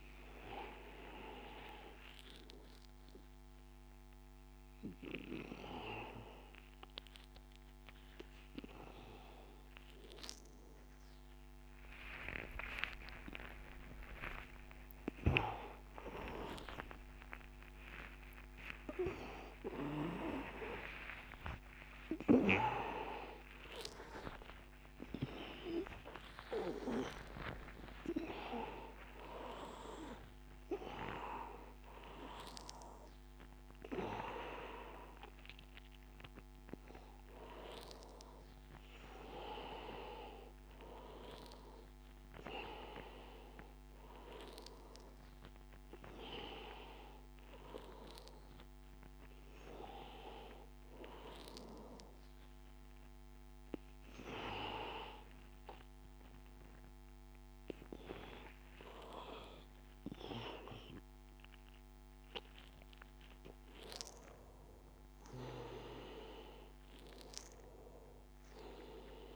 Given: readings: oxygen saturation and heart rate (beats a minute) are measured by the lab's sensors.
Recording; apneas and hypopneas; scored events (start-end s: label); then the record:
a person awake in a sleep study, by a microphone on the trachea; none
0.00-15.50 s: oxygen desaturation (device-marked, oxygen 87% lowest, heart rate 84 extreme)
8.50-69.35 s: new sleep stage, awake
12.50-14.50 s: long interval between heartbeats (device-marked, heart rate 90 before, 109 extreme)
15.00-17.00 s: long interval between heartbeats (device-marked, heart rate 92 before, 118 extreme)
18.00-20.00 s: long interval between heartbeats (device-marked, heart rate 97 before, 119 extreme)
20.00-22.00 s: long interval between heartbeats (device-marked, heart rate 100 before, 127 extreme)
22.00-24.00 s: long interval between heartbeats (device-marked, heart rate 105 before, 137 extreme)
From the record:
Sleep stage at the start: N2 (light sleep); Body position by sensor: on the back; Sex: male